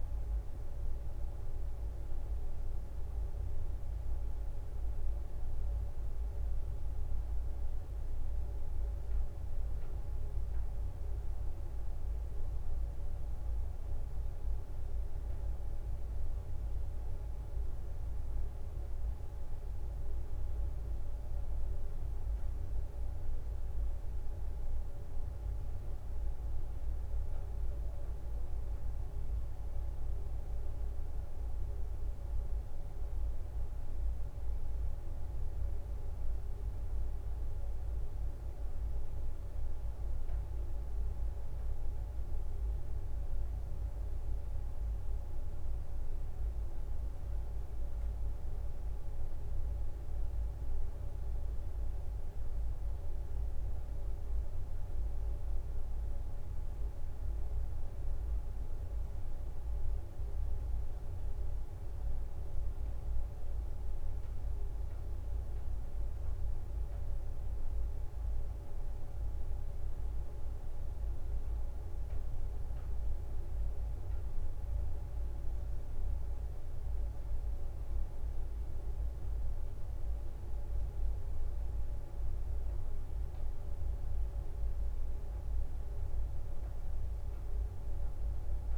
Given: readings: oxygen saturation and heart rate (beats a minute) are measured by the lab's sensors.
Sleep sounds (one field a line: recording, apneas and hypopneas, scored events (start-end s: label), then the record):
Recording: a person awake in a sleep study, hard to hear, by a room microphone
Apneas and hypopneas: none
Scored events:
0.00-1.00 s: bradycardia (device-marked, heart rate 62 extreme)
0.00-7.00 s: leg movement (device-marked)
13.50-21.50 s: leg movement (device-marked)
19.00-21.00 s: bradycardia (device-marked, heart rate 64 before, 67 extreme)
25.00-35.00 s: leg movement (device-marked)
From the record:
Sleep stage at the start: awake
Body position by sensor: on the right side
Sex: female